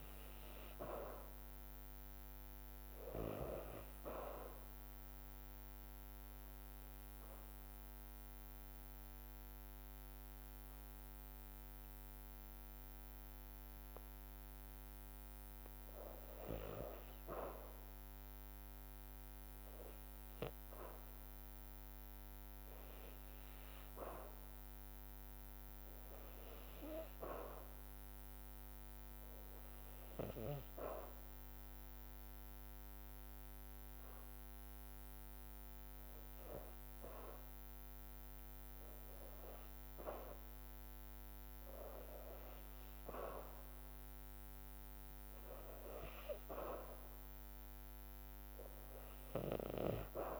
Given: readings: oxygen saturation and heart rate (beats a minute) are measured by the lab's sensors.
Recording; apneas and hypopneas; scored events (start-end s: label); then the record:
breathing in sleep by a microphone on the trachea; 2
0.00-26.00 s: oxygen desaturation (device-marked, oxygen 88% lowest, heart rate 53 extreme)
5.50-16.50 s: obstructive apnea (oxygen 99% before, 88% lowest, heart rate 53 before, 54 extreme, up 0 after)
11.00-22.00 s: drop in pulse transit time (device-marked, heart rate 53 before, 54 extreme)
20.50-24.00 s: arousal
29.50-40.00 s: hypopnea (oxygen 96% before, 88% lowest, heart rate 54 before, 55 extreme, up 0 after)
32.00-50.40 s: oxygen desaturation (device-marked, oxygen 93% before, 88% lowest, heart rate 54 before, 55 extreme)
36.00-50.00 s: drop in pulse transit time (device-marked, heart rate 55 before, 55 extreme)
45.00-49.50 s: arousal
From the record:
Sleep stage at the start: REM sleep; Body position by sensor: on the back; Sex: female